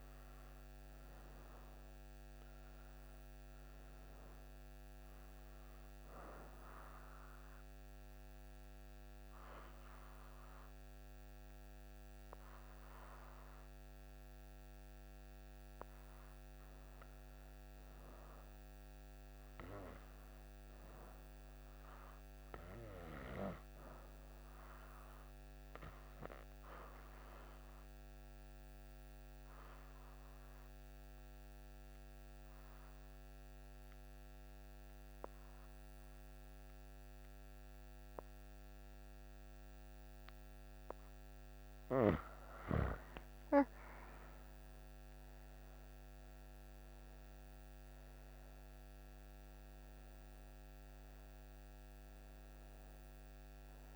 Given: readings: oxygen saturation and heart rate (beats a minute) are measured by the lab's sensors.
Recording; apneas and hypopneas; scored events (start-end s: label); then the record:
breathing in sleep by a microphone on the trachea; 2
4.00-22.00 s: oxygen desaturation (device-marked, oxygen 97% before, 91% lowest, heart rate 64 before, 63 extreme)
6.50-16.50 s: obstructive apnea (oxygen 97% before, 85% lowest, heart rate 64 before, 63 extreme, up 3 after)
18.00-22.00 s: arousal
26.50-40.00 s: obstructive apnea (oxygen 97% before, 84% lowest, heart rate 68 before, 63 extreme, up 5 after)
43.00-49.50 s: arousal
46.00-53.96 s: oxygen desaturation (device-marked, oxygen 94% before, 85% lowest, heart rate 68 before, 62 extreme)
From the record:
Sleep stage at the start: N2 (light sleep); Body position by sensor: on the back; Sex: female